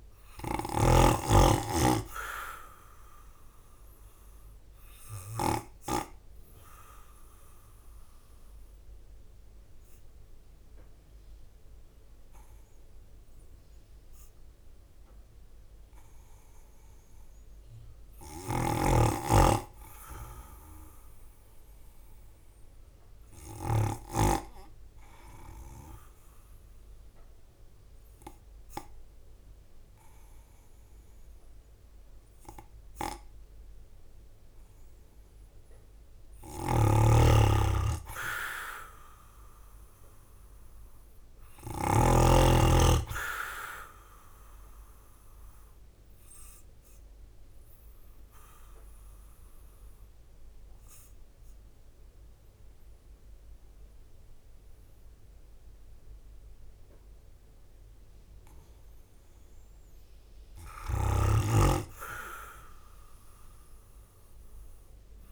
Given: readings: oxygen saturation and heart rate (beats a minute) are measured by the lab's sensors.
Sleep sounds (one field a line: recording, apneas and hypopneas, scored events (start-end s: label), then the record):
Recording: breathing in sleep by a room microphone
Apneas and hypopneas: 3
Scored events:
0.00-12.00 s: drop in pulse transit time (device-marked, heart rate 52 before, 47 extreme)
3.50-16.00 s: obstructive apnea (oxygen 98% before, 92% lowest, heart rate 53 before, 47 extreme, up 7 after)
18.00-21.00 s: arousal
24.00-35.00 s: hypopnea (oxygen 97% before, 92% lowest, heart rate 52 before, 47 extreme, up 5 after)
24.00-36.00 s: oxygen desaturation (device-marked, oxygen 97% before, 93% lowest, heart rate 52 before, 47 extreme)
25.00-31.00 s: drop in pulse transit time (device-marked, heart rate 52 before, 53 extreme)
36.00-41.50 s: snoring (device-marked)
36.50-40.00 s: arousal
42.00-53.00 s: drop in pulse transit time (device-marked, heart rate 53 before, 49 extreme)
45.50-58.50 s: obstructive apnea (oxygen 98% before, 92% lowest, heart rate 53 before, 47 extreme, up 6 after)
60.50-65.32 s: snoring (device-marked)
61.00-64.00 s: arousal
From the record:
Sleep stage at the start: N2 (light sleep)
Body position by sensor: on the right side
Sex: male